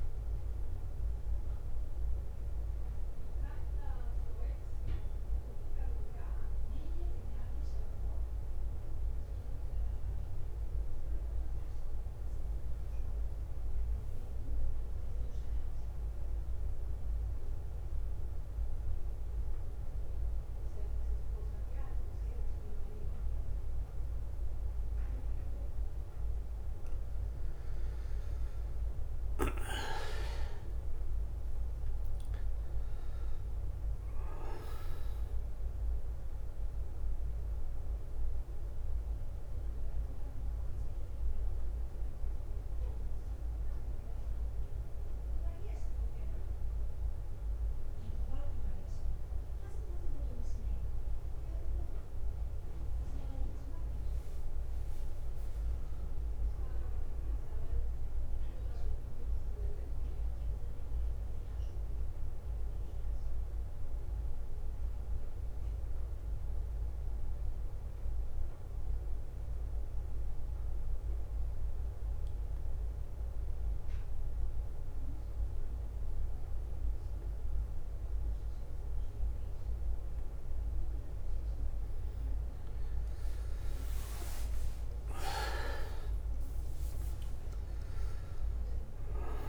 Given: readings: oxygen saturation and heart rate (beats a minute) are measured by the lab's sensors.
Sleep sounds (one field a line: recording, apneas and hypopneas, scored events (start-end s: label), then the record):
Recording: breathing in sleep, hard to hear, by a room microphone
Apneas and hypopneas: 2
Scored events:
0.00-2.50 s: bradycardia (device-marked, heart rate 53 extreme)
6.00-11.00 s: arousal
9.50-17.50 s: bradycardia (device-marked, heart rate 59 before, 52 extreme)
12.50-26.00 s: mixed apnea (oxygen 100% before, 90% lowest, heart rate 62 before, 56 extreme, up 13 after)
23.00-25.00 s: long interval between heartbeats (device-marked, heart rate 61 before, 66 extreme)
28.00-32.50 s: arousal
28.50-56.50 s: oxygen desaturation (device-marked, oxygen 99% before, 90% lowest, heart rate 61 before, 52 extreme)
34.50-51.50 s: bradycardia (device-marked, heart rate 59 before, 56 extreme)
56.50-59.50 s: arousal
58.50-67.50 s: bradycardia (device-marked, heart rate 59 before, 52 extreme)
61.00-81.00 s: mixed apnea (oxygen 99% before, 89% lowest, heart rate 60 before, 53 extreme, up 13 after)
71.50-73.50 s: long interval between heartbeats (device-marked, heart rate 60 before, 63 extreme)
72.50-82.50 s: bradycardia (device-marked, heart rate 59 before, 53 extreme)
84.00-88.00 s: arousal
84.50-89.49 s: oxygen desaturation (device-marked, oxygen 98% before, 89% lowest, heart rate 58 before, 51 extreme)
From the record:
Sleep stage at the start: N2 (light sleep)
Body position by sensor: on the back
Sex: male